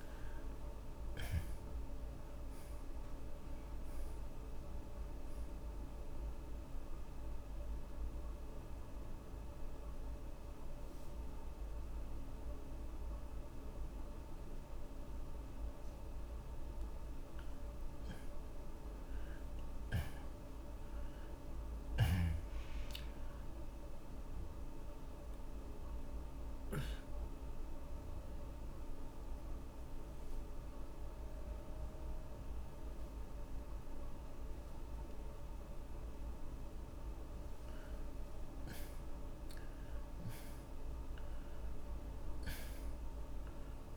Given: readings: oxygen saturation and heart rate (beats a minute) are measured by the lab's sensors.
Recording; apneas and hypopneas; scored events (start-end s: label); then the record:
breathing in sleep, hard to hear, by a room microphone; 2
0.00-3.50 s: arousal
0.00-6.00 s: oxygen desaturation (device-marked, oxygen 83% lowest, heart rate 53 extreme)
8.00-18.50 s: obstructive apnea (oxygen 97% before, 81% lowest, heart rate 69 before, 47 extreme, up 10 after)
17.00-25.00 s: oxygen desaturation (device-marked, oxygen 92% before, 83% lowest, heart rate 61 before, 47 extreme)
18.50-22.00 s: arousal
25.50-37.00 s: obstructive apnea (oxygen 92% before, 80% lowest, heart rate 59 before, 47 extreme, up 19 after)
36.00-42.00 s: oxygen desaturation (device-marked, oxygen 91% before, 81% lowest, heart rate 59 before, 50 extreme)
39.50-43.00 s: arousal
From the record:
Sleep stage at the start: N2 (light sleep); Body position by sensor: on the back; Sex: male